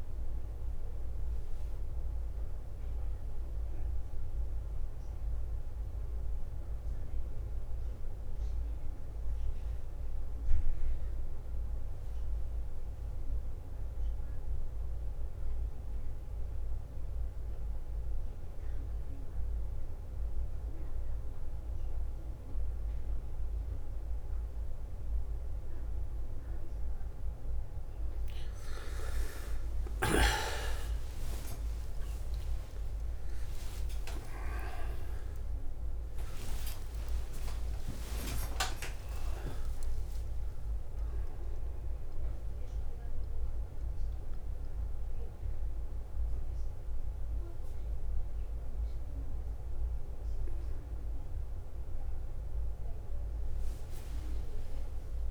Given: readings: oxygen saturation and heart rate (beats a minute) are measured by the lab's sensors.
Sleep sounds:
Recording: a person partly awake in a sleep study, by a room microphone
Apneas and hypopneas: 1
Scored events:
1.50-6.50 s: arousal
2.00-28.00 s: bradycardia (device-marked, heart rate 61 before, 51 extreme)
2.50-4.50 s: long interval between heartbeats (device-marked, heart rate 59 before, 65 extreme)
12.00-27.50 s: mixed apnea (oxygen 99% before, 91% lowest, heart rate 57 before, 56 extreme, up 9 after)
28.00-55.31 s: new sleep stage, awake
29.00-55.31 s: oxygen desaturation (device-marked, oxygen 98% before, 91% lowest, heart rate 56 before, 53 extreme)
38.00-40.00 s: long interval between heartbeats (device-marked, heart rate 59 before, 74 extreme)
51.50-53.50 s: long interval between heartbeats (device-marked, heart rate 72 before, 84 extreme)
From the record:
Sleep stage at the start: N2 (light sleep)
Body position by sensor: on the back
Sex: male

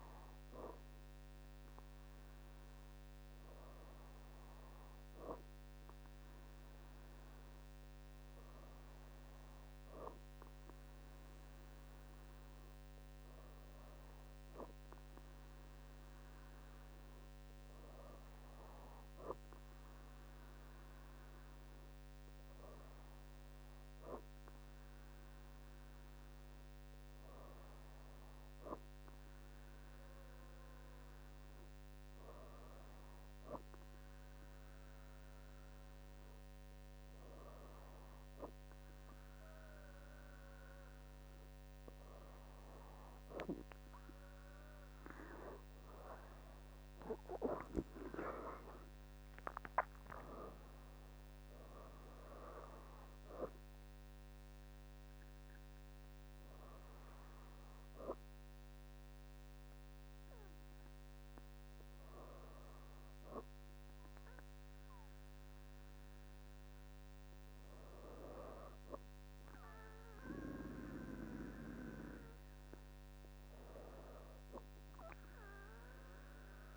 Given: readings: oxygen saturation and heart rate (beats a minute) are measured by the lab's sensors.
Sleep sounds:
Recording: breathing in sleep by a microphone on the trachea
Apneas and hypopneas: none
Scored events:
none scored
From the record:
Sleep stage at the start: N2 (light sleep)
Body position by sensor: on the back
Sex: female

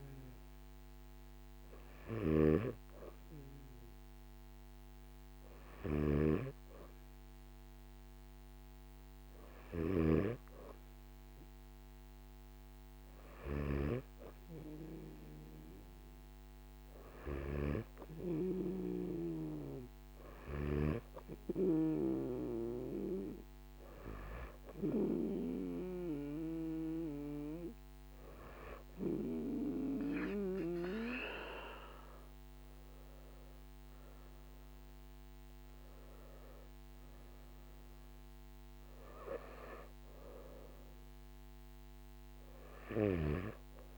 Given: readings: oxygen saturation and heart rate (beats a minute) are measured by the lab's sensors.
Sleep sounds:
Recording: breathing in sleep by a microphone on the trachea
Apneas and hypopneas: none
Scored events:
9.50-13.50 s: snoring (device-marked)
From the record:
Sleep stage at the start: N2 (light sleep)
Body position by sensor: on the back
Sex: male

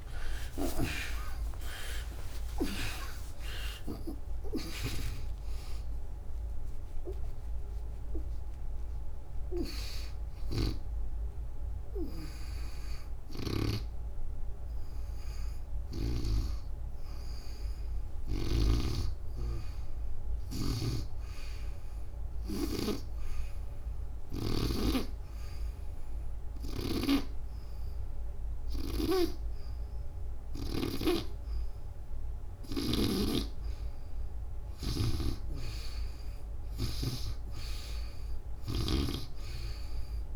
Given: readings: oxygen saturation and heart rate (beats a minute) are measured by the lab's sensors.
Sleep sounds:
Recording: breathing in sleep by a room microphone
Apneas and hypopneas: 1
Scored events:
0.00-4.00 s: arousal
0.00-9.50 s: snoring (device-marked)
3.50-19.50 s: oxygen desaturation (device-marked, oxygen 93% before, 74% lowest, heart rate 70 before, 76 extreme)
11.50-16.00 s: snoring (device-marked)
18.00-24.50 s: snoring (device-marked)
23.00-33.00 s: hypopnea (oxygen 98% before, 77% lowest, heart rate 96 before, 66 extreme, up 9 after)
32.50-37.00 s: snoring (device-marked)
35.00-38.50 s: arousal
37.50-40.36 s: oxygen desaturation (device-marked, oxygen 92% before, 84% lowest, heart rate 83 before, 66 extreme)
From the record:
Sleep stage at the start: N2 (light sleep)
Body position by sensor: on the back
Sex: female

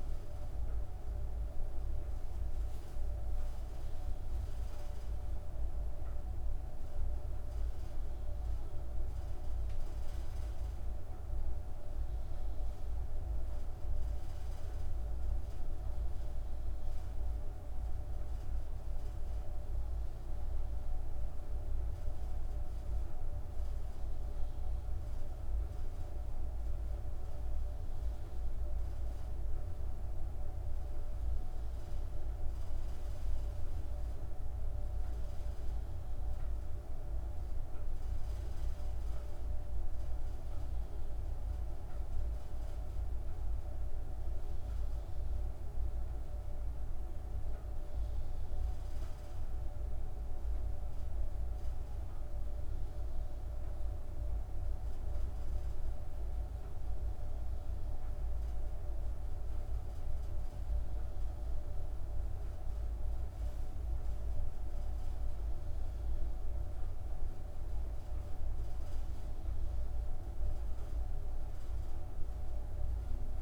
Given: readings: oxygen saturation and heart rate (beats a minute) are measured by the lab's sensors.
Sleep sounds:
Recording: breathing in sleep, hard to hear, by a room microphone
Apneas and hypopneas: none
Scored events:
none scored
From the record:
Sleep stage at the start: N2 (light sleep)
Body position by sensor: on the back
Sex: female

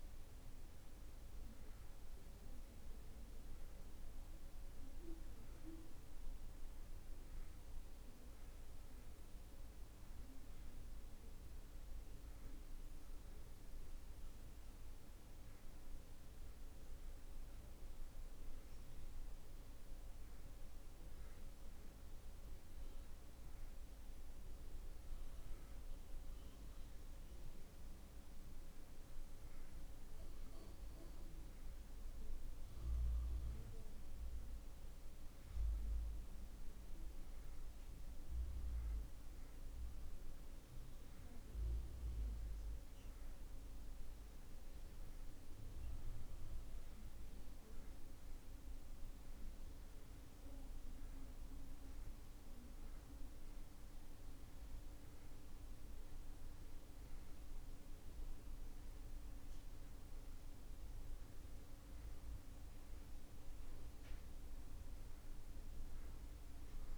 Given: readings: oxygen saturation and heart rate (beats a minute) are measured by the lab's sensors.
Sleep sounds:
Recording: breathing in sleep, hard to hear, by a room microphone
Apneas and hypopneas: none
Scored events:
none scored
From the record:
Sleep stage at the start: N2 (light sleep)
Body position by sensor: on the back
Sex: male

